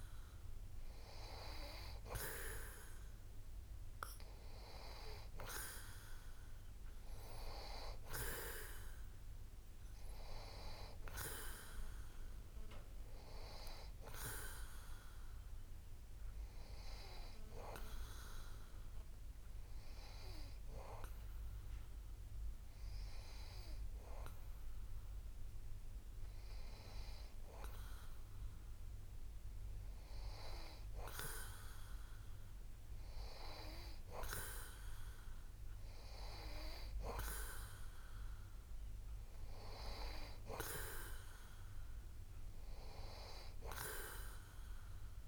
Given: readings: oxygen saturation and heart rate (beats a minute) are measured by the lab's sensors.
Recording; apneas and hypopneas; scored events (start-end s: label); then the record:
breathing in sleep by a room microphone; none
none scored
From the record:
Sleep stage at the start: N2 (light sleep); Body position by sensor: on the back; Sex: male